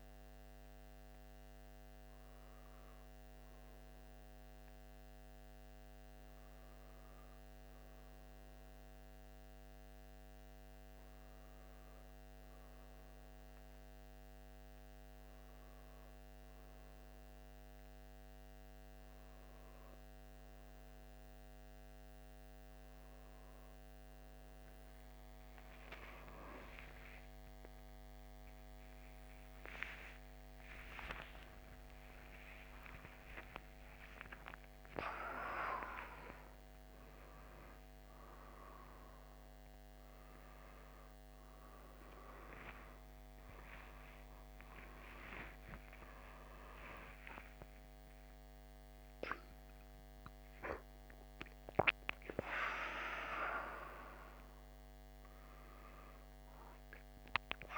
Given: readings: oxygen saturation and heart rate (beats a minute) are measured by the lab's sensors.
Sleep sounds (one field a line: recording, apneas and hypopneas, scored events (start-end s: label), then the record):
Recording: a person awake in a sleep study, by a microphone on the trachea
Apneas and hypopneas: none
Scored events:
none scored
From the record:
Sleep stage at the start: awake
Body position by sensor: on the back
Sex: male